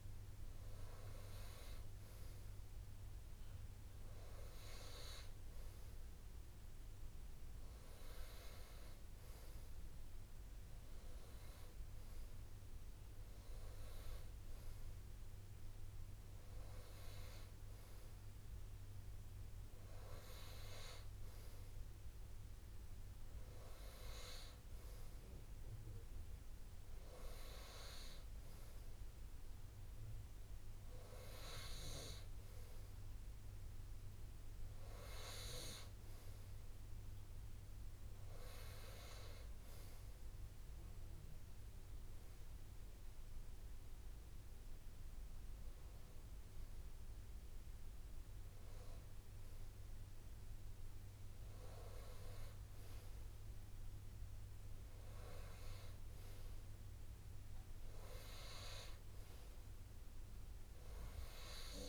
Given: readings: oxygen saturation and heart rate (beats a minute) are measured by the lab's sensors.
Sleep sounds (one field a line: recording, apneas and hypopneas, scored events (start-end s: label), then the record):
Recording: breathing in sleep by a room microphone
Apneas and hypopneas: none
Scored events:
none scored
From the record:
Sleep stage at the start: REM sleep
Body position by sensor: on the right side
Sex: male